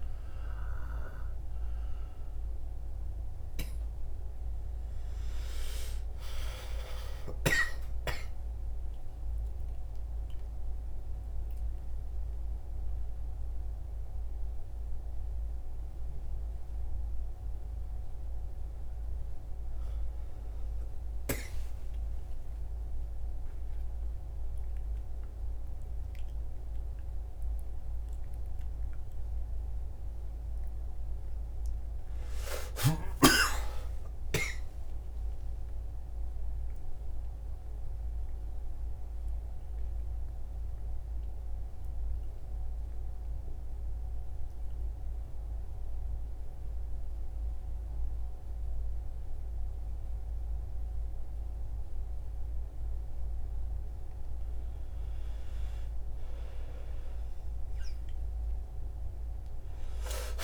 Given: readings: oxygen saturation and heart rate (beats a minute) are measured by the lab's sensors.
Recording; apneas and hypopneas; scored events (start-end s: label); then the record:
a person awake in a sleep study, by a room microphone; none
13.00-60.44 s: new sleep stage, awake
From the record:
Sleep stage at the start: N2 (light sleep); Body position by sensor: on the right side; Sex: male